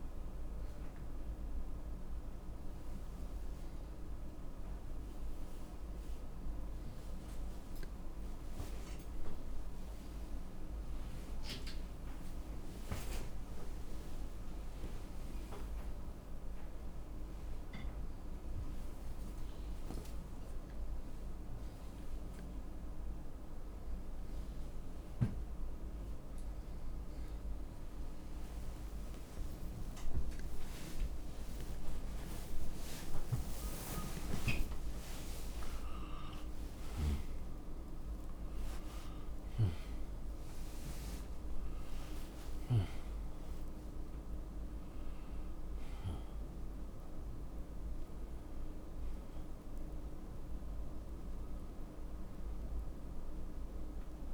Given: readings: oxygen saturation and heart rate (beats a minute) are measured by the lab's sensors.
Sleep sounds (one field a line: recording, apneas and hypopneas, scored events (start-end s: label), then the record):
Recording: a person awake in a sleep study, hard to hear, by a room microphone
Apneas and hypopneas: none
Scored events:
6.00-36.00 s: new sleep stage, awake
26.00-51.00 s: oxygen desaturation (device-marked, oxygen 94% before, 87% lowest, heart rate 117 before, 60 extreme)
36.00-54.34 s: new sleep stage, N1 (lightest sleep)
From the record:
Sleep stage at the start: N2 (light sleep)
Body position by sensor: upright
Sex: male